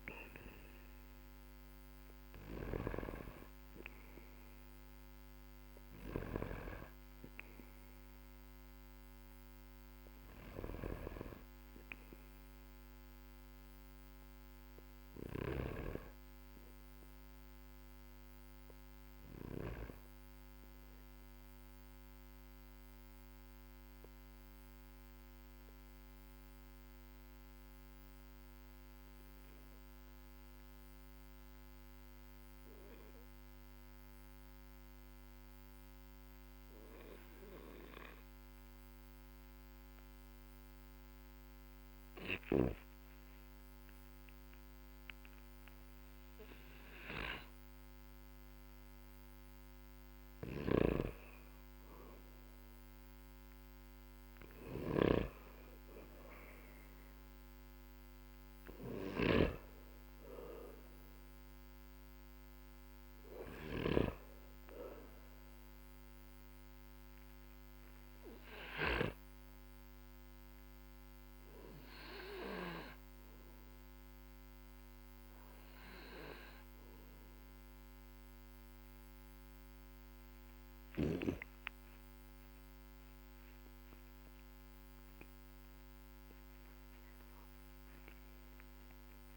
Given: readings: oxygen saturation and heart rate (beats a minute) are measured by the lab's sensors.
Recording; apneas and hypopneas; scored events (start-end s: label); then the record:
breathing in sleep by a microphone on the trachea; 2
10.00-15.00 s: snoring (device-marked)
15.00-18.00 s: arousal
22.50-40.50 s: obstructive apnea (oxygen 97% before, 93% lowest, heart rate 47 before, 46 extreme, up 12 after)
41.50-44.50 s: arousal
50.00-68.50 s: snoring (device-marked)
61.00-64.00 s: arousal
67.00-84.00 s: obstructive apnea (oxygen 98% before, 93% lowest, heart rate 52 before, 43 extreme, up 14 after)
70.50-89.37 s: oxygen desaturation (device-marked, oxygen 97% before, 93% lowest, heart rate 50 before, 43 extreme)
88.50-89.37 s: new sleep stage, N1 (lightest sleep)
From the record:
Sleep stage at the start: N2 (light sleep); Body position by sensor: on the back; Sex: male